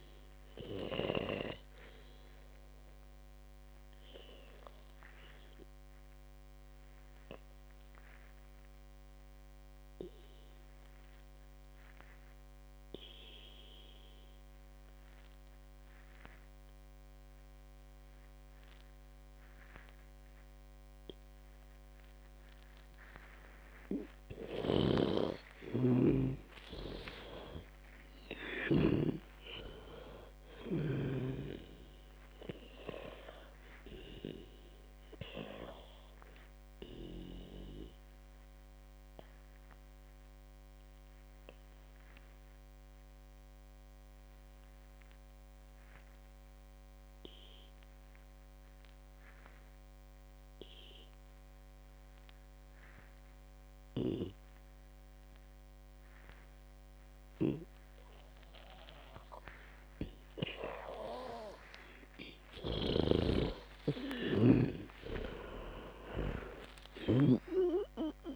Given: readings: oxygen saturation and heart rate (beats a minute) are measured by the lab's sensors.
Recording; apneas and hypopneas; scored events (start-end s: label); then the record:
breathing in sleep by a microphone on the trachea; 2
0.00-2.00 s: snoring (device-marked)
0.00-14.50 s: oxygen desaturation (device-marked, oxygen 92% lowest, heart rate 56 extreme)
3.50-24.50 s: obstructive apnea (oxygen 98% before, 90% lowest, heart rate 85 before, 57 extreme, up 44 after)
25.00-29.50 s: snoring (device-marked)
26.00-29.50 s: arousal
32.50-47.50 s: oxygen desaturation (device-marked, oxygen 98% before, 94% lowest, heart rate 72 before, 57 extreme)
35.50-61.00 s: obstructive apnea (oxygen 98% before, 90% lowest, heart rate 75 before, 55 extreme, up 45 after)
54.50-68.00 s: snoring (device-marked)
61.50-68.36 s: oxygen desaturation (device-marked, oxygen 97% before, 90% lowest, heart rate 60 before, 55 extreme)
63.00-67.50 s: arousal
From the record:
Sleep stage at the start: N2 (light sleep); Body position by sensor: on the back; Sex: female